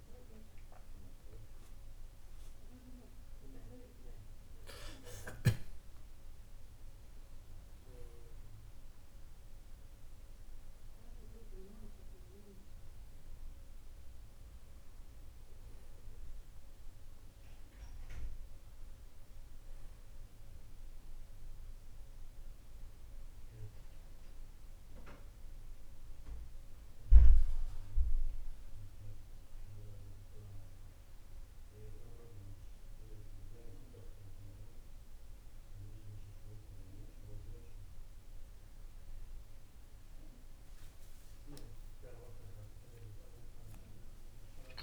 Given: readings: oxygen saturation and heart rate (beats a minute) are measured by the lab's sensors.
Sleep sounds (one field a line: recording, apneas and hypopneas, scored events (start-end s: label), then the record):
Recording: breathing in sleep by a room microphone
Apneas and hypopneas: none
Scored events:
0.00-1.50 s: arousal
42.00-44.83 s: arousal
From the record:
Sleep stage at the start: N1 (lightest sleep)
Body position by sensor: on the back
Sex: male